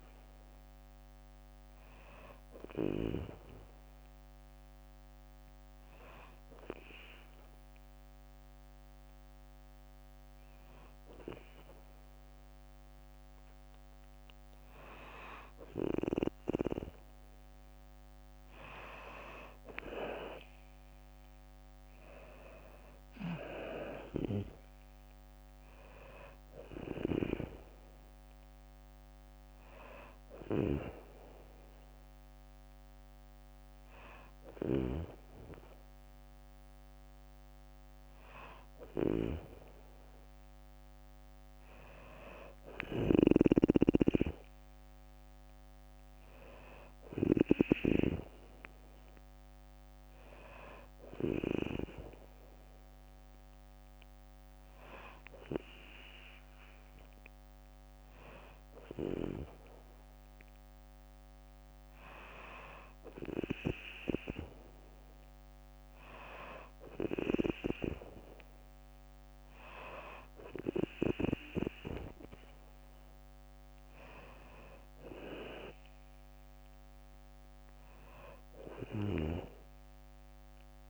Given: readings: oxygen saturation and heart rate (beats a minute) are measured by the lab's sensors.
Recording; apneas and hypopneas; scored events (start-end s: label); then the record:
breathing in sleep by a microphone on the trachea; 2
0.00-4.50 s: drop in pulse transit time (device-marked, heart rate 62 extreme)
4.50-15.50 s: hypopnea (oxygen 97% before, 86% lowest, heart rate 64 before, 59 extreme, up 6 after)
19.00-22.50 s: arousal
20.50-32.50 s: drop in pulse transit time (device-marked, heart rate 62 before, 62 extreme)
22.50-40.50 s: oxygen desaturation (device-marked, oxygen 97% before, 86% lowest, heart rate 62 before, 59 extreme)
32.50-34.50 s: bradycardia (device-marked, heart rate 67 before, 61 extreme)
42.00-47.00 s: snoring (device-marked)
45.00-47.50 s: arousal
50.50-61.50 s: hypopnea (oxygen 97% before, 95% lowest, heart rate 62 before, 61 extreme, up 2 after)
63.00-66.50 s: arousal
65.50-80.90 s: oxygen desaturation (device-marked, oxygen 98% before, 95% lowest, heart rate 64 before, 60 extreme)
72.50-80.90 s: drop in pulse transit time (device-marked, heart rate 63 before, 62 extreme)
From the record:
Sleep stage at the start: N2 (light sleep); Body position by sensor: on the back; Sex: female